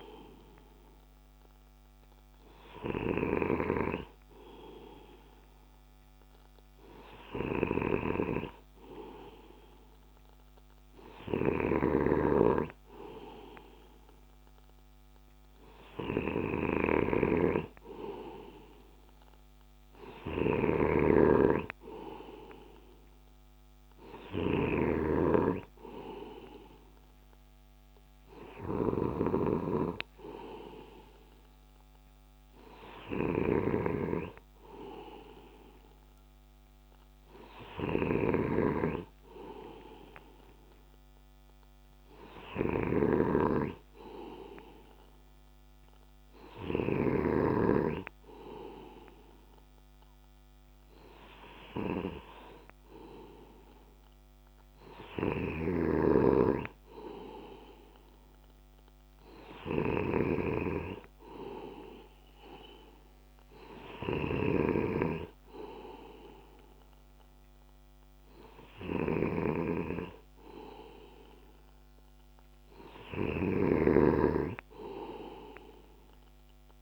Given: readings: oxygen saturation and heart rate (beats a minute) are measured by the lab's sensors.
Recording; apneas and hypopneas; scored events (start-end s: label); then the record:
breathing in sleep by a microphone on the trachea; none
73.50-76.82 s: snoring (device-marked)
From the record:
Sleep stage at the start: N2 (light sleep); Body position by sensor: on the left side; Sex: male